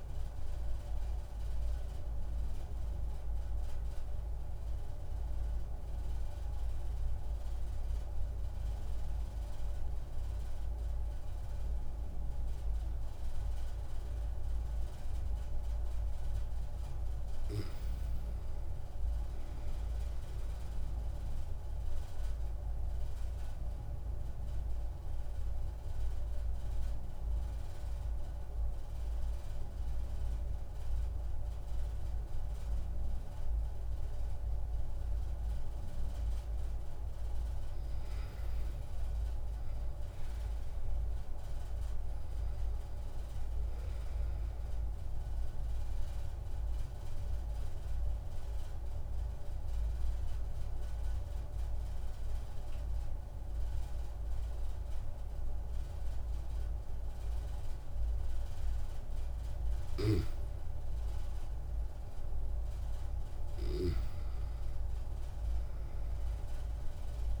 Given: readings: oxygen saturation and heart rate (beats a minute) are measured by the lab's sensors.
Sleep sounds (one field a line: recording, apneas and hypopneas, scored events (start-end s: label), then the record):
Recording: breathing in sleep, hard to hear, by a room microphone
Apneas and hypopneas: 3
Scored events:
2.00-16.50 s: obstructive apnea (oxygen 97% before, 93% lowest)
17.50-20.00 s: arousal
22.50-37.50 s: obstructive apnea (oxygen 97% before, 93% lowest)
39.00-42.50 s: arousal
46.50-59.50 s: obstructive apnea (oxygen 96% before, 92% lowest)
61.50-64.50 s: arousal
From the record:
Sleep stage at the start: N2 (light sleep)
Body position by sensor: on the back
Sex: male